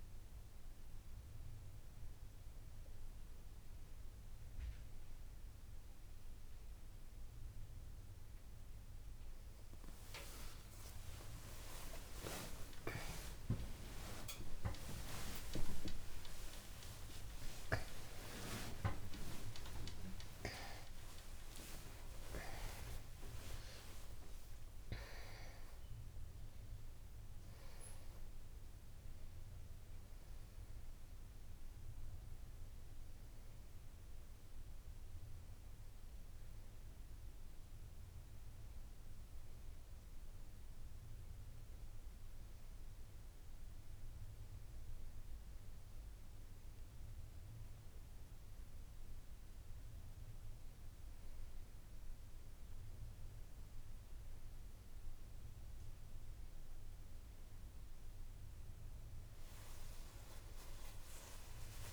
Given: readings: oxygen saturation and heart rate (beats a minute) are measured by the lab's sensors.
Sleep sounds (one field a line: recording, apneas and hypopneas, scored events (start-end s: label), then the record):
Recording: a person partly awake in a sleep study, by a room microphone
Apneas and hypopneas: none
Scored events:
19.50-61.93 s: new sleep stage, N1 (lightest sleep)
From the record:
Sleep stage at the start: awake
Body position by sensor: on the right side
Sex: female